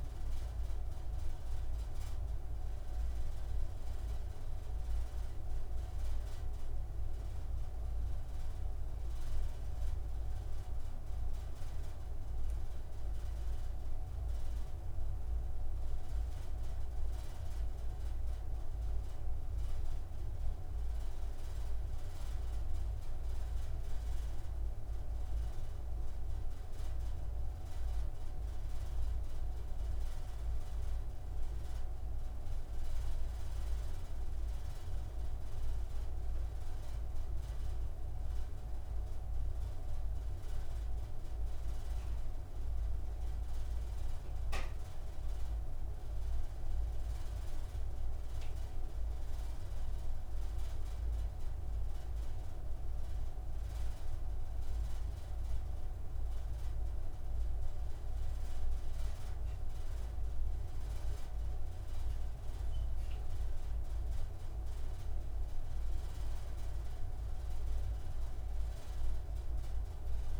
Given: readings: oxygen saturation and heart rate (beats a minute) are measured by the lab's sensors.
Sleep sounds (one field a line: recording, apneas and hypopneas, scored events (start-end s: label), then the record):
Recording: a person partly awake in a sleep study, hard to hear, by a room microphone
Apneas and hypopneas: none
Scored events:
5.50-70.40 s: new sleep stage, N2 (light sleep)
From the record:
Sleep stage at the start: awake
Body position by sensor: on the right side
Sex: male